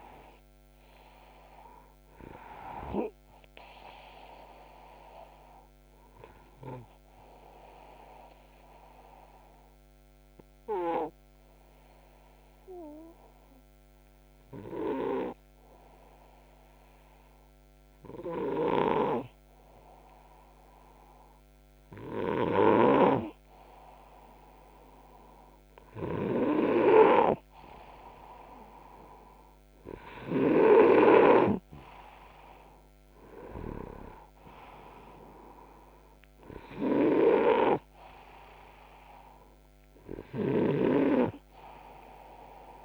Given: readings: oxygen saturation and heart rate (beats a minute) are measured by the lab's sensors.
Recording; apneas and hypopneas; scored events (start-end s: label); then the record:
breathing in sleep by a microphone on the trachea; 1
0.00-2.50 s: oxygen desaturation (device-marked, oxygen 93% lowest, heart rate 93 extreme)
1.50-4.50 s: arousal
7.50-20.00 s: hypopnea (oxygen 97% before, 92% lowest, heart rate 134 before, 69 extreme, up 56 after)
21.50-25.50 s: arousal
21.50-30.50 s: snoring (device-marked)
28.50-42.85 s: oxygen desaturation (device-marked, oxygen 97% before, 92% lowest, heart rate 137 before, 106 extreme)
From the record:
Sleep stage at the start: N2 (light sleep); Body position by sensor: upright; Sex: male